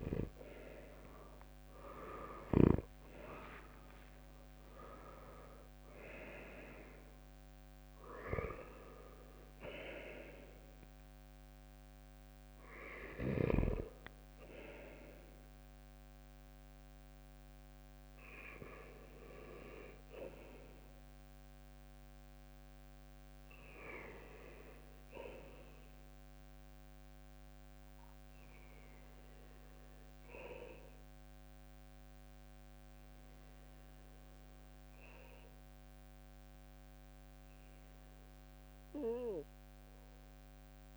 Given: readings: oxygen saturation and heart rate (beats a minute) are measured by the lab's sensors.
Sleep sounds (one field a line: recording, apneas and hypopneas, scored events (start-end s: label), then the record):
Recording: breathing in sleep by a microphone on the trachea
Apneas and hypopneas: none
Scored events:
0.00-3.00 s: arousal
0.00-3.50 s: leg movement (device-marked)
0.00-14.00 s: oxygen desaturation (device-marked, oxygen 86% lowest, heart rate 65 extreme)
6.00-40.97 s: new sleep stage, REM sleep
19.00-38.00 s: oxygen desaturation (device-marked, oxygen 88% before, 81% lowest, heart rate 75 before, 67 extreme)
From the record:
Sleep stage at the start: N2 (light sleep)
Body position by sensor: on the right side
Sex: male